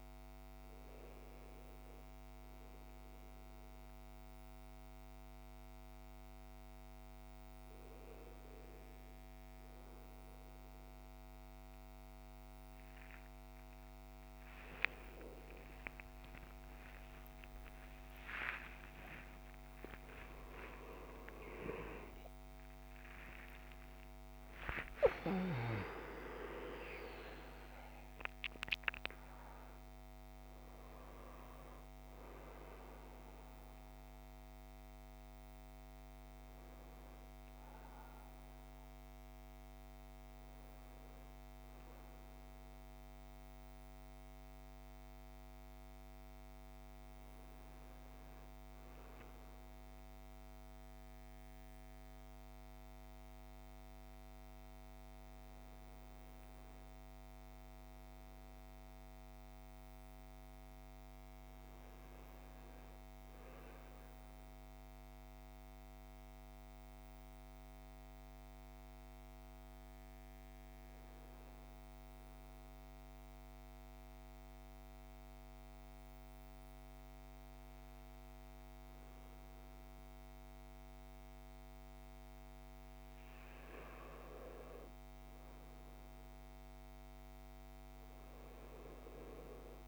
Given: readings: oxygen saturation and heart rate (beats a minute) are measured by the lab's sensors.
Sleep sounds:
a person awake in a sleep study, by a microphone on the trachea; 1
48.00-78.00 s: new sleep stage, N1 (lightest sleep)
72.00-83.50 s: mixed apnea (oxygen 99% before, 91% lowest, heart rate 58 before, 56 extreme, up 5 after)
78.00-89.88 s: new sleep stage, N2 (light sleep)
86.00-89.88 s: oxygen desaturation (device-marked, oxygen 97% before, 91% lowest, heart rate 58 before, 55 extreme)
88.00-89.88 s: arousal
From the record:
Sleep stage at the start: awake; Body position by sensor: on the back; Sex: male

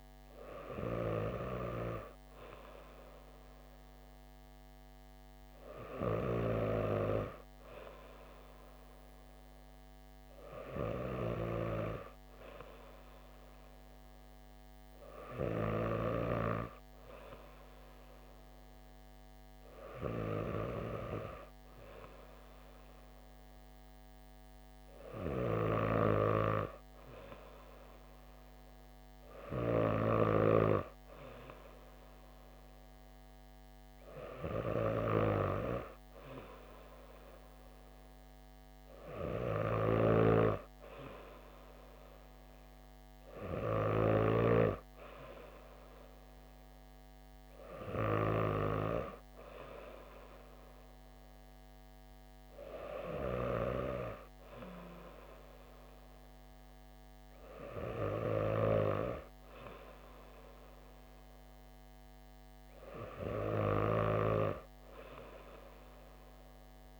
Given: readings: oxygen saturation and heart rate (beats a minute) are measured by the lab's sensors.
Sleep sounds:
breathing in sleep by a microphone on the trachea; none
none scored
From the record:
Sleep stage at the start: N2 (light sleep); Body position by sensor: on the back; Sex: female

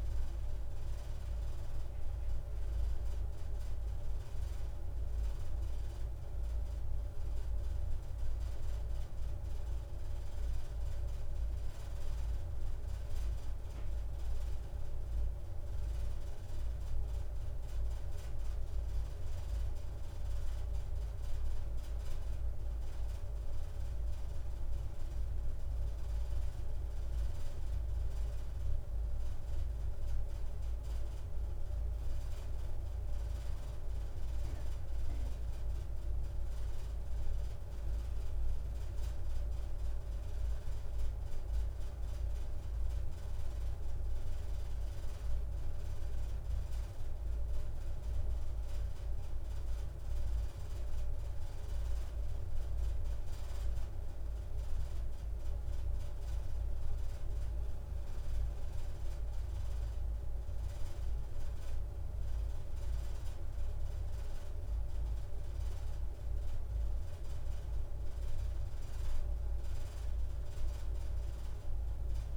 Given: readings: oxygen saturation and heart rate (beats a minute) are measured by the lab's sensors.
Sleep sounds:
breathing in sleep, hard to hear, by a room microphone; none
none scored
From the record:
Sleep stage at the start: N2 (light sleep); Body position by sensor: upright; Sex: female

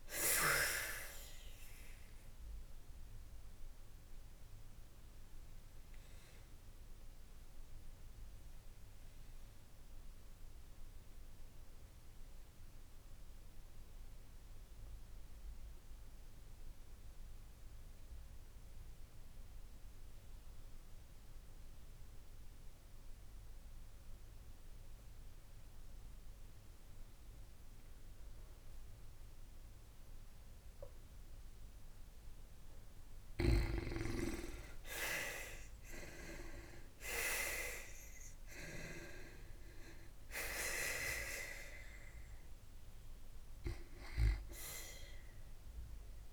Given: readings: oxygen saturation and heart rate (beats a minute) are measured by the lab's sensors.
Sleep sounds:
breathing in sleep by a room microphone; 1
0.00-2.00 s: oxygen desaturation (device-marked, oxygen 85% lowest, heart rate 54 extreme)
2.00-32.00 s: obstructive apnea (oxygen 95% before, 82% lowest, heart rate 81 before, 52 extreme)
28.00-46.32 s: oxygen desaturation (device-marked, oxygen 95% before, 82% lowest, heart rate 56 before, 54 extreme)
34.00-38.50 s: arousal
From the record:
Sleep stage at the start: N2 (light sleep); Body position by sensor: on the back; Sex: female

